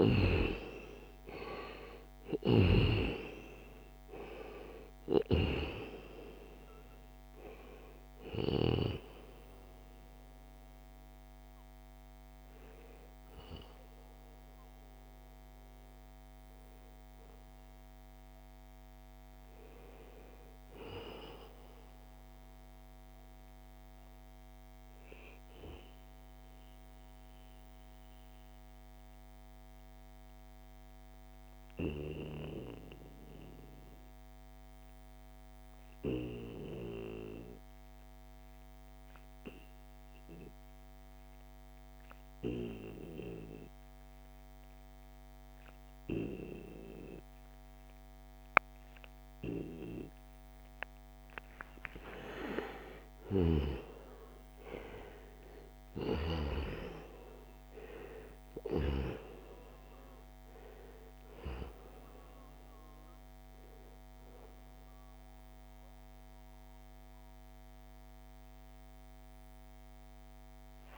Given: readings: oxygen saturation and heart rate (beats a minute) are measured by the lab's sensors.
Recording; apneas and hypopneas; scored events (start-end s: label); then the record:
breathing in sleep by a microphone on the trachea; 1
0.00-22.50 s: oxygen desaturation (device-marked, oxygen 86% lowest, heart rate 63 extreme)
1.50-8.00 s: snoring (device-marked)
25.00-50.00 s: mixed apnea (oxygen 97% before, 87% lowest, heart rate 79 before, 63 extreme, up 11 after)
49.50-70.98 s: oxygen desaturation (device-marked, oxygen 95% before, 87% lowest, heart rate 67 before, 63 extreme)
51.50-56.50 s: arousal
From the record:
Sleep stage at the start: N2 (light sleep); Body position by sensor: on the back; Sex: male